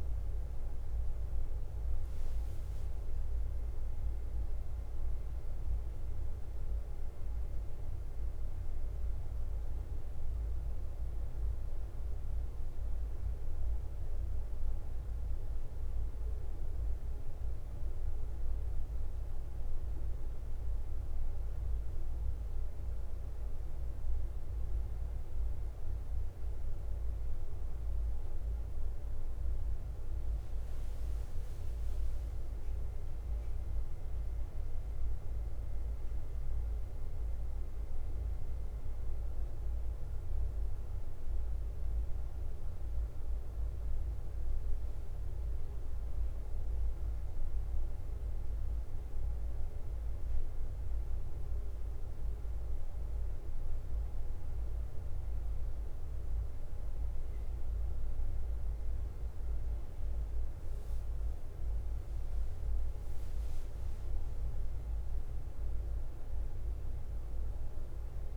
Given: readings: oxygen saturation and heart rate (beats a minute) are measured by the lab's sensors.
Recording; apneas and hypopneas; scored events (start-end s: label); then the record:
breathing in sleep, hard to hear, by a room microphone; none
0.00-68.37 s: bradycardia (device-marked, heart rate 45 extreme)
12.00-14.00 s: long interval between heartbeats (device-marked, heart rate 51 before, 51 extreme)
From the record:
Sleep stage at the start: N2 (light sleep); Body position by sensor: on the back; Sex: male